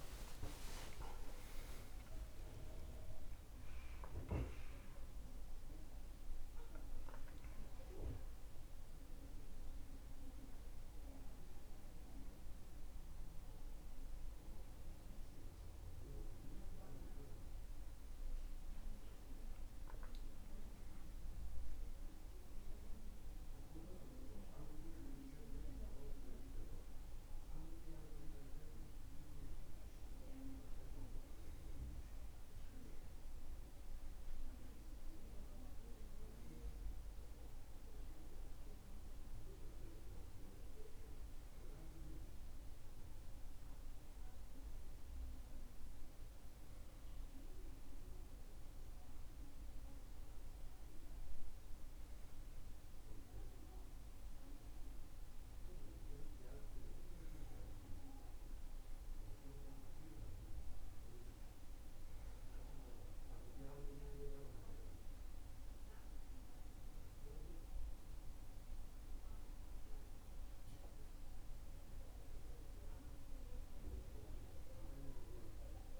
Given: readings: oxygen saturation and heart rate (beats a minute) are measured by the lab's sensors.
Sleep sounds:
a person partly awake in a sleep study, by a room microphone; none
22.00-76.00 s: new sleep stage, N1 (lightest sleep)
From the record:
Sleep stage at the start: awake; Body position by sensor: on the back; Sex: male

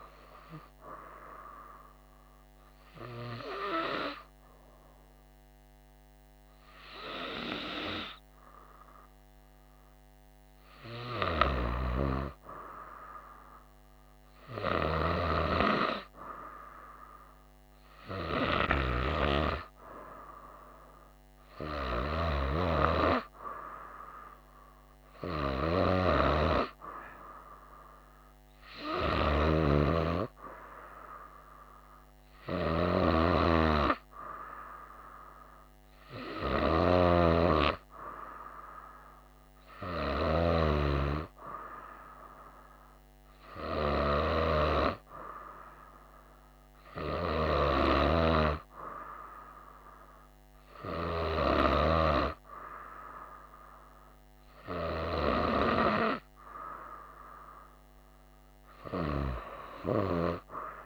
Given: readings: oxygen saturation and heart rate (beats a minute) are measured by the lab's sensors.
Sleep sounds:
breathing in sleep by a microphone on the trachea; none
none scored
From the record:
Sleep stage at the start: N2 (light sleep); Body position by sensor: on the right side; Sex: female

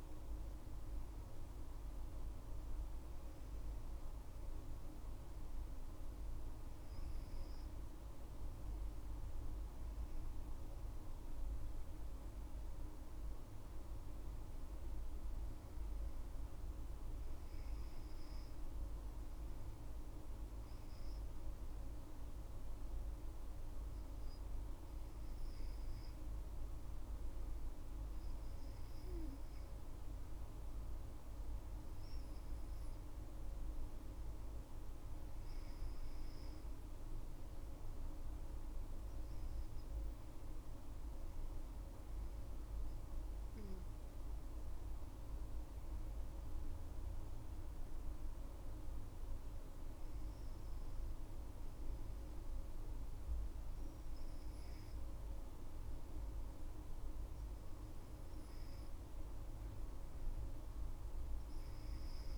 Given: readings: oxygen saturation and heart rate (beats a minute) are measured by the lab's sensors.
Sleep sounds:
breathing in sleep, hard to hear, by a room microphone; 1
17.00-29.50 s: obstructive apnea (oxygen 98% before, 96% lowest, heart rate 60 before, 56 extreme, up 7 after)
31.50-35.50 s: arousal
From the record:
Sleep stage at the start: N2 (light sleep); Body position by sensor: on the back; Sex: female

